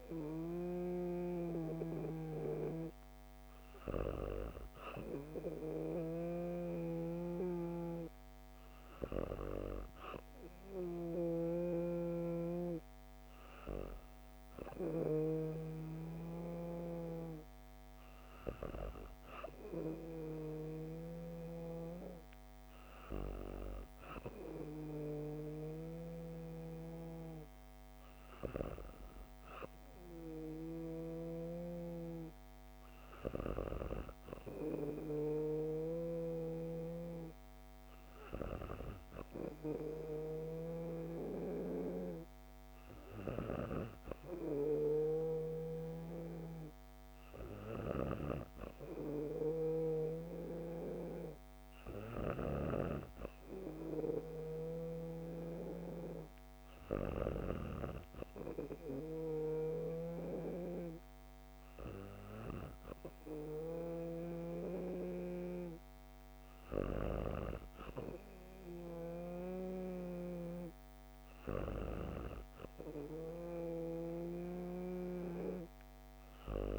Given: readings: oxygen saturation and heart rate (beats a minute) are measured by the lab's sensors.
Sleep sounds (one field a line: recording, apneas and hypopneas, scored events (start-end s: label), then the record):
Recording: breathing in sleep by a microphone on the trachea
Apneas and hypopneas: none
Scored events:
0.00-15.00 s: snoring (device-marked)
47.50-57.00 s: snoring (device-marked)
66.50-72.00 s: snoring (device-marked)
From the record:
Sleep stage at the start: N2 (light sleep)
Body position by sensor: on the back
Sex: female